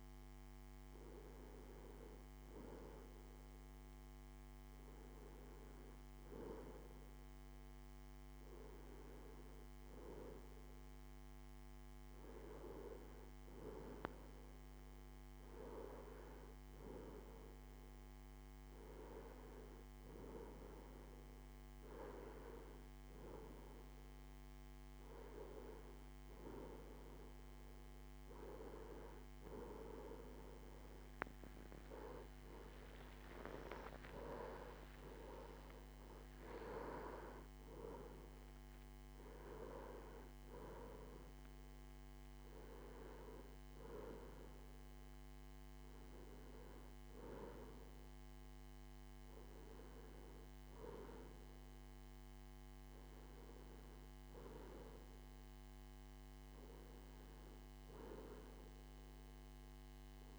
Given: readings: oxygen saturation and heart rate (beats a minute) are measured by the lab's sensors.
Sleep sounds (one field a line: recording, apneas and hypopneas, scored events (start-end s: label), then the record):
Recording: breathing in sleep by a microphone on the trachea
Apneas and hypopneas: none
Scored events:
32.00-37.00 s: arousal
From the record:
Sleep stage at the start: N1 (lightest sleep)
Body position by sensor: on the left side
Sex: male